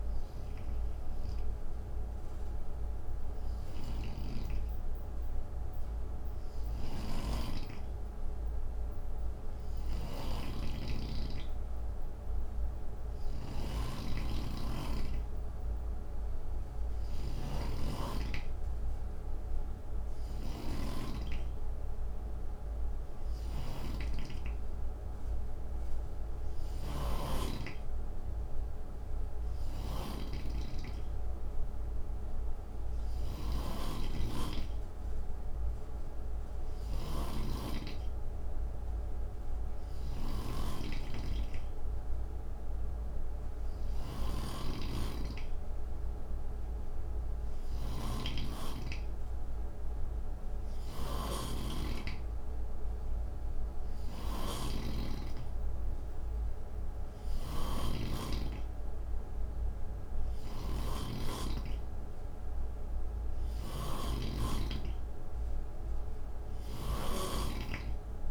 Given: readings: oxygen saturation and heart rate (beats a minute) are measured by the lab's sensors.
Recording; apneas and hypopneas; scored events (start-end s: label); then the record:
breathing in sleep by a room microphone; none
3.00-68.31 s: snoring (device-marked)
From the record:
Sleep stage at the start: N2 (light sleep); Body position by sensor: on the right side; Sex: male